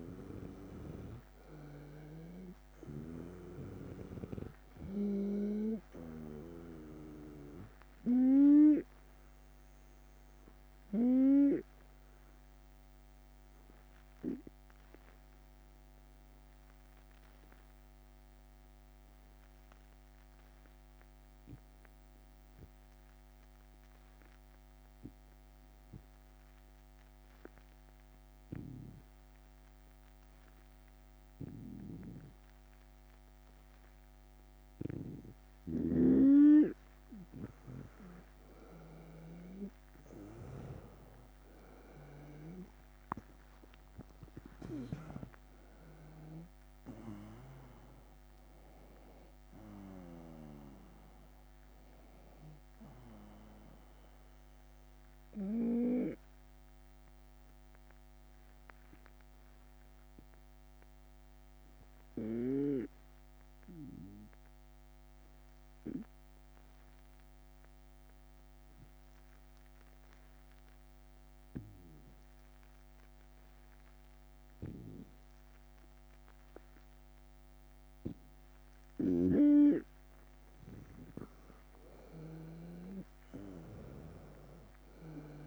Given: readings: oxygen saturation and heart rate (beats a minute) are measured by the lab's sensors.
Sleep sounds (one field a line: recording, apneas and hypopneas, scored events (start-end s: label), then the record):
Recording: breathing in sleep by a microphone on the trachea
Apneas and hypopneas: 2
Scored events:
0.00-2.50 s: arousal
0.00-11.00 s: snoring (device-marked)
0.00-22.50 s: oxygen desaturation (device-marked, oxygen 91% lowest, heart rate 74 extreme)
13.00-34.50 s: obstructive apnea (oxygen 97% before, 90% lowest, heart rate 80 before, 74 extreme, up 3 after)
33.50-67.50 s: oxygen desaturation (device-marked, oxygen 97% before, 90% lowest, heart rate 76 before, 73 extreme)
35.00-44.50 s: snoring (device-marked)
38.00-43.00 s: arousal
41.50-55.50 s: drop in pulse transit time (device-marked, heart rate 76 before, 78 extreme)
58.00-77.00 s: obstructive apnea (oxygen 96% before, 90% lowest, heart rate 80 before, 74 extreme, up 2 after)
78.50-82.00 s: snoring (device-marked)
78.50-83.00 s: arousal
82.50-85.46 s: oxygen desaturation (device-marked, oxygen 97% before, 91% lowest, heart rate 76 before, 76 extreme)
From the record:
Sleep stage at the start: N2 (light sleep)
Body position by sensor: on the right side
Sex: male